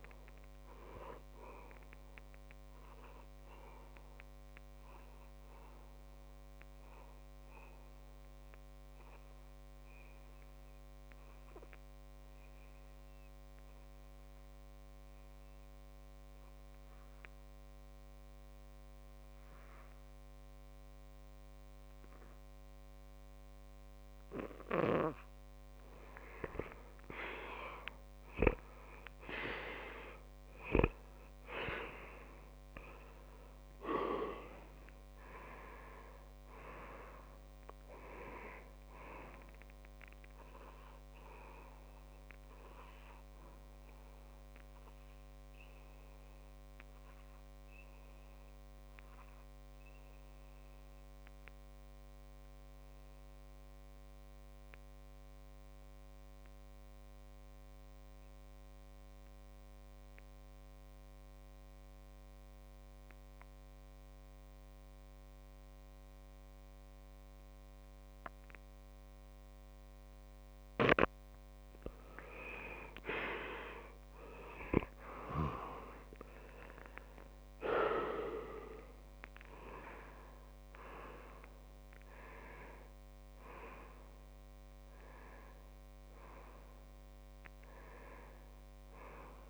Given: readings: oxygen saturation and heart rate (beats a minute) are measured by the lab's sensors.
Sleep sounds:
breathing in sleep by a microphone on the trachea; 2
2.50-24.00 s: obstructive apnea (oxygen 98% before, 91% lowest)
10.00-18.00 s: oxygen desaturation (device-marked, oxygen 94% before, 91% lowest)
27.00-30.50 s: arousal
43.50-72.00 s: obstructive apnea (oxygen 100% before, 93% lowest)
54.00-64.00 s: oxygen desaturation (device-marked, oxygen 97% before, 93% lowest)
74.00-78.00 s: arousal
75.00-89.50 s: oxygen desaturation (device-marked, oxygen 99% before, 95% lowest)
From the record:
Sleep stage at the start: N2 (light sleep); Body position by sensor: on the back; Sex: male

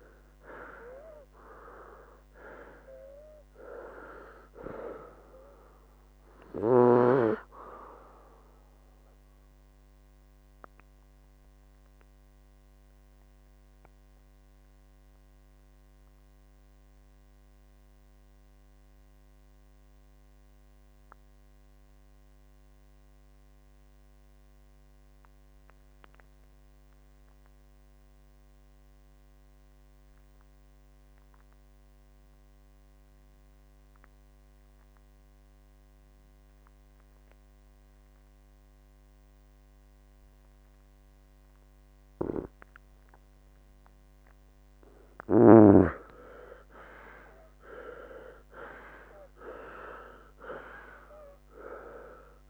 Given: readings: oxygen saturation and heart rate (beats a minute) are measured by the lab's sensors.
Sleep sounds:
breathing in sleep by a microphone on the trachea; 1
0.00-30.00 s: oxygen desaturation (device-marked, oxygen 84% lowest, heart rate 59 extreme)
8.50-44.50 s: mixed apnea (oxygen 96% before, 84% lowest, heart rate 73 before, 57 extreme, up 16 after)
39.00-41.00 s: long interval between heartbeats (device-marked, heart rate 64 before, 69 extreme)
43.00-52.50 s: oxygen desaturation (device-marked, oxygen 98% before, 86% lowest, heart rate 65 before, 57 extreme)
46.50-49.50 s: arousal
From the record:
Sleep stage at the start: N2 (light sleep); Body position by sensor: on the right side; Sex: male

